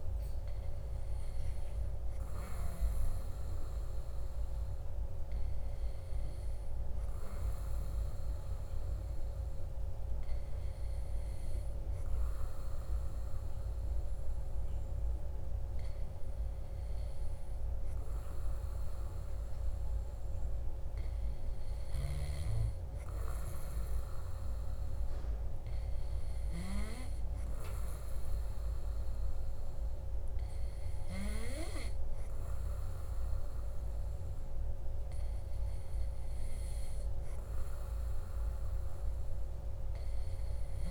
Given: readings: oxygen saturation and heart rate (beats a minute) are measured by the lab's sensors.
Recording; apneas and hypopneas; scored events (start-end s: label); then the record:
breathing in sleep, hard to hear, by a room microphone; none
none scored
From the record:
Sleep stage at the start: N2 (light sleep); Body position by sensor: on the back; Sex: male